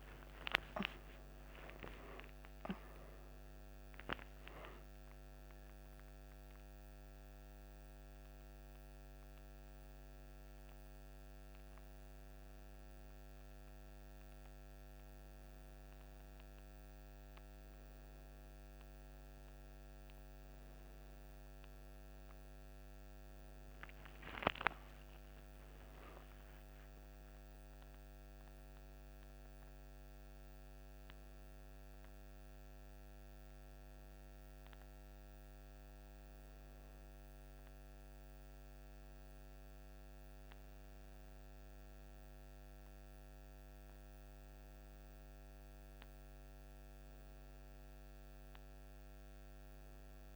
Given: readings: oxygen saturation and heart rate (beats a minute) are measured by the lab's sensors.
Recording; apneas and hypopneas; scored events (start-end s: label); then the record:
a person awake in a sleep study, by a microphone on the trachea; none
none scored
From the record:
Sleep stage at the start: awake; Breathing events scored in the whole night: 366 in 5.5 hours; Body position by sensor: on the right side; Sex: female